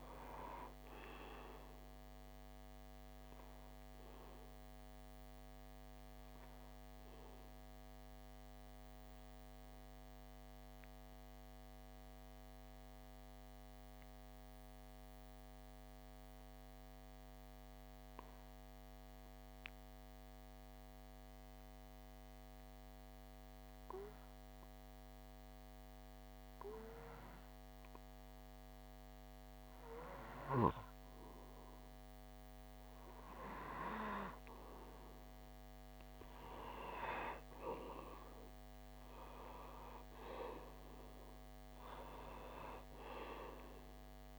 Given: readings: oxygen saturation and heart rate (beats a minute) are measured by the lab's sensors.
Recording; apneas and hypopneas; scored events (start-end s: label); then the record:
breathing in sleep by a microphone on the trachea; 1
6.00-28.50 s: obstructive apnea (oxygen 96% before, 91% lowest)
30.50-34.00 s: arousal
31.00-44.39 s: oxygen desaturation (device-marked, oxygen 96% before, 91% lowest)
From the record:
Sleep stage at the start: N2 (light sleep); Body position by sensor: on the back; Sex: male